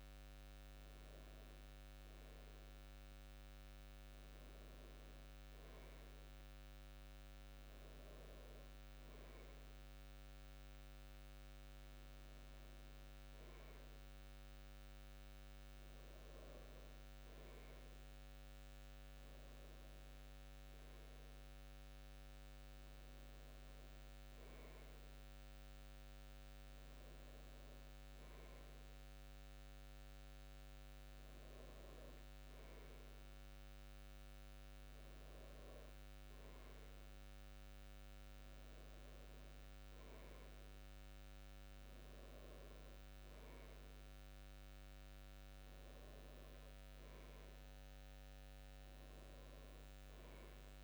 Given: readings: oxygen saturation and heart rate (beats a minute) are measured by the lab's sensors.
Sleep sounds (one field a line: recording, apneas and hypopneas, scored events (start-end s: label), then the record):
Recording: breathing in sleep, hard to hear, by a microphone on the trachea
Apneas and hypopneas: none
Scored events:
none scored
From the record:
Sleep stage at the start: N2 (light sleep)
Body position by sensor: on the back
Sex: male